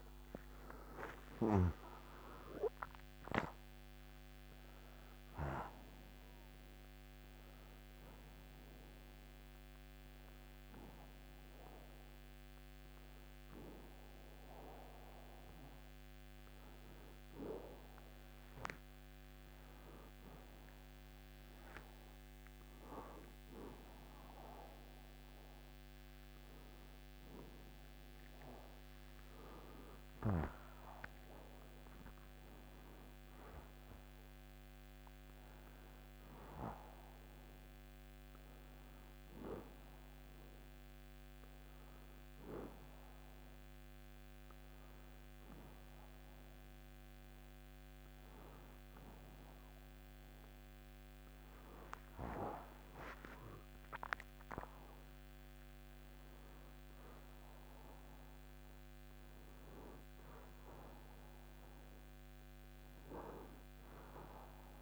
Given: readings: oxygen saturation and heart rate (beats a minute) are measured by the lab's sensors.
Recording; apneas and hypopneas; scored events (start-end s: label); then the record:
breathing in sleep by a microphone on the trachea; none
15.00-64.82 s: new sleep stage, N1 (lightest sleep)
18.50-24.50 s: arousal
51.50-56.00 s: arousal
57.00-62.00 s: oxygen desaturation (device-marked, oxygen 97% before, 90% lowest, heart rate 64 before, 60 extreme)
From the record:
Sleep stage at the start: N2 (light sleep); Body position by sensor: on the back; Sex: male